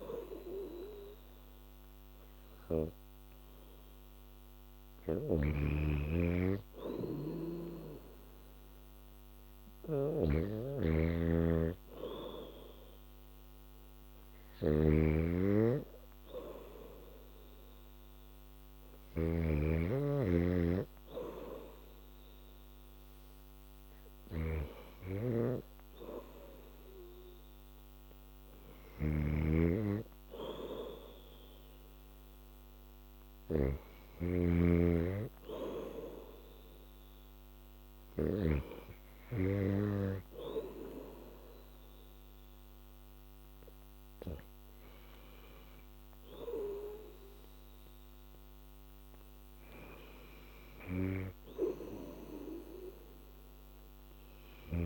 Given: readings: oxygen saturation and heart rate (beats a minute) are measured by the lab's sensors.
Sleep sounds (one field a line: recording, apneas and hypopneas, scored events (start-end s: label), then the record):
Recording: breathing in sleep by a microphone on the trachea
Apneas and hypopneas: none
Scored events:
5.00-38.50 s: snoring (device-marked)
From the record:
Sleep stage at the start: N2 (light sleep)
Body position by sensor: on the back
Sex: female